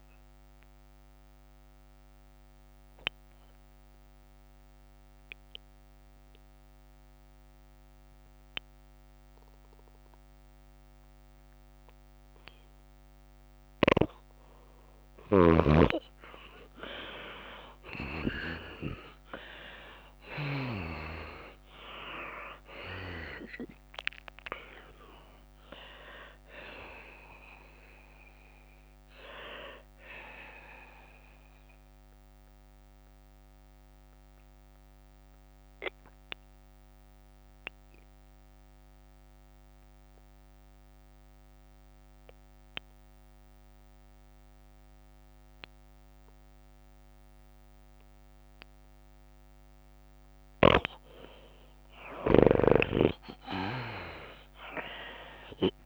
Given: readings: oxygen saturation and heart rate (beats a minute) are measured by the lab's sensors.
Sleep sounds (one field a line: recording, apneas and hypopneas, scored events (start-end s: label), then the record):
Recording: breathing in sleep by a microphone on the trachea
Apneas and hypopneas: 2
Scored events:
0.00-2.00 s: long interval between heartbeats (device-marked, heart rate 132 before, 118 extreme)
0.00-6.00 s: drop in pulse transit time (device-marked, heart rate 114 extreme)
0.00-41.00 s: tachycardia (device-marked, heart rate 159 extreme)
1.00-14.50 s: obstructive apnea (oxygen 98% before, 84% lowest, heart rate 134 before, 101 extreme, up 2 after)
2.50-4.50 s: long interval between heartbeats (device-marked, heart rate 135 before, 128 extreme)
16.00-37.00 s: oxygen desaturation (device-marked, oxygen 97% before, 85% lowest, heart rate 115 before, 98 extreme)
17.00-20.50 s: arousal
22.00-38.00 s: drop in pulse transit time (device-marked, heart rate 109 before, 103 extreme)
32.00-50.50 s: mixed apnea (oxygen 98% before, 84% lowest, heart rate 104 before, 98 extreme, up 5 after)
50.00-55.86 s: oxygen desaturation (device-marked, oxygen 98% before, 84% lowest, heart rate 102 before, 96 extreme)
51.00-55.86 s: tachycardia (device-marked, heart rate 105 before, 106 extreme)
54.00-55.86 s: arousal
From the record:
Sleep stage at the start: N2 (light sleep)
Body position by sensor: on the left side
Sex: female